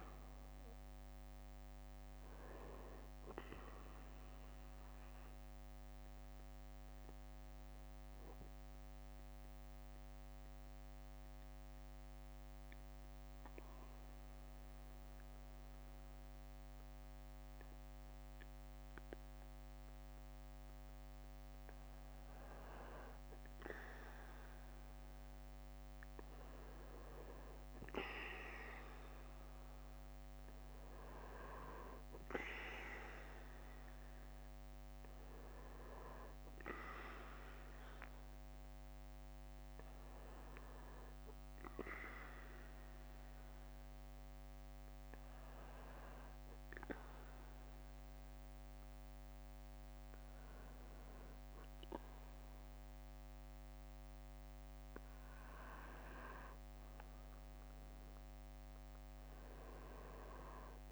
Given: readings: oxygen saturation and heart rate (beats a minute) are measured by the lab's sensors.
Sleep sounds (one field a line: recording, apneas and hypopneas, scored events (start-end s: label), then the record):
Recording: breathing in sleep by a microphone on the trachea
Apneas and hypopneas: 2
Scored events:
3.50-19.50 s: bradycardia (device-marked, heart rate 59 before, 52 extreme)
9.00-22.00 s: mixed apnea (oxygen 96% before, 94% lowest, heart rate 60 before, 52 extreme, up 10 after)
20.50-22.50 s: bradycardia (device-marked, heart rate 59 before, 56 extreme)
25.00-29.00 s: arousal
25.50-27.50 s: bradycardia (device-marked, heart rate 59 before, 60 extreme)
31.50-42.50 s: bradycardia (device-marked, heart rate 59 before, 57 extreme)
43.50-53.50 s: hypopnea (oxygen 98% before, 96% lowest, heart rate 59 before, 55 extreme, up 12 after)
44.50-46.50 s: bradycardia (device-marked, heart rate 59 before, 57 extreme)
53.50-55.50 s: bradycardia (device-marked, heart rate 59 before, 60 extreme)
57.50-60.92 s: arousal
From the record:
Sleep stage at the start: N2 (light sleep)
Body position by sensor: on the back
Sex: male